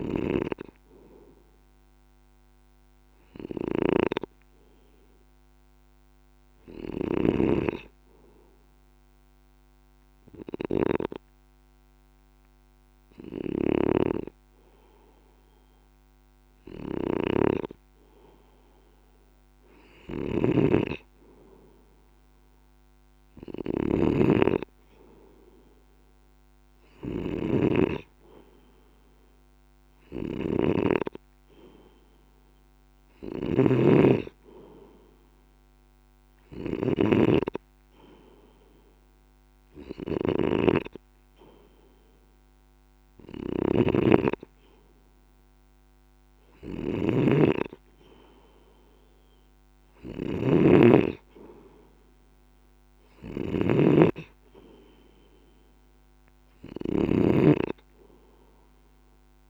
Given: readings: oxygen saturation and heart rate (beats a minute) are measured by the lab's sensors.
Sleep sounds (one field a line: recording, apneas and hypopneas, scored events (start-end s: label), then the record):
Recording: breathing in sleep by a microphone on the trachea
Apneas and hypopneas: 1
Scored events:
0.00-7.00 s: snoring (device-marked)
9.50-19.50 s: hypopnea (oxygen 96% before, 94% lowest, heart rate 49 before, 48 extreme, up 0 after)
13.00-59.50 s: snoring (device-marked)
21.00-24.00 s: arousal
From the record:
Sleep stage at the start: N2 (light sleep)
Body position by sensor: on the left side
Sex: male